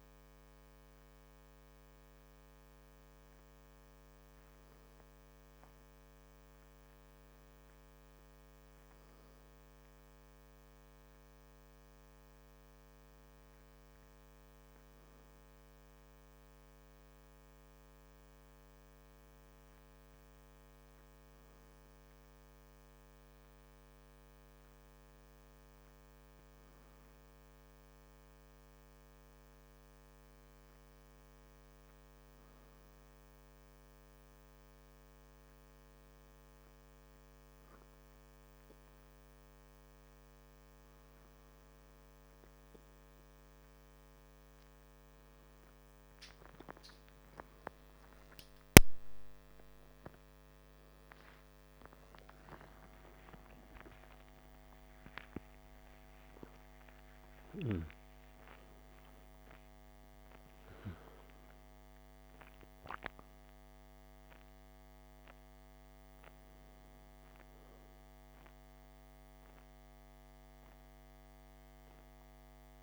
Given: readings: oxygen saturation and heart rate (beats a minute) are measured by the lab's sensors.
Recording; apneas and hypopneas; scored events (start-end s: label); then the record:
breathing in sleep by a microphone on the trachea; none
52.00-59.50 s: arousal
From the record:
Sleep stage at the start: N2 (light sleep); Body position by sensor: on the back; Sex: male